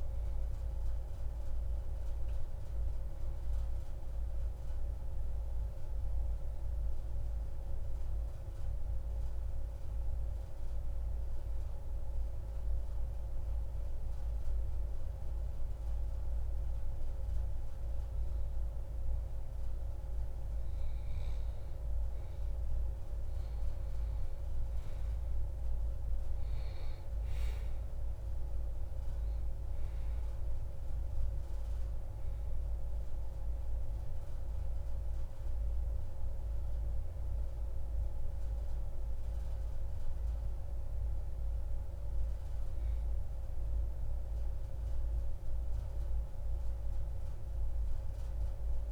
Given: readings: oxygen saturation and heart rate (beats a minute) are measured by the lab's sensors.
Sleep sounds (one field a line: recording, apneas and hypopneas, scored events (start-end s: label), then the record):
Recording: breathing in sleep, hard to hear, by a room microphone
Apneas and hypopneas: 1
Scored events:
7.50-21.00 s: mixed apnea (oxygen 95% before, 91% lowest)
24.00-28.00 s: arousal
25.50-48.92 s: oxygen desaturation (device-marked, oxygen 94% before, 91% lowest)
From the record:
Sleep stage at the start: N2 (light sleep)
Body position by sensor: on the back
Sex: male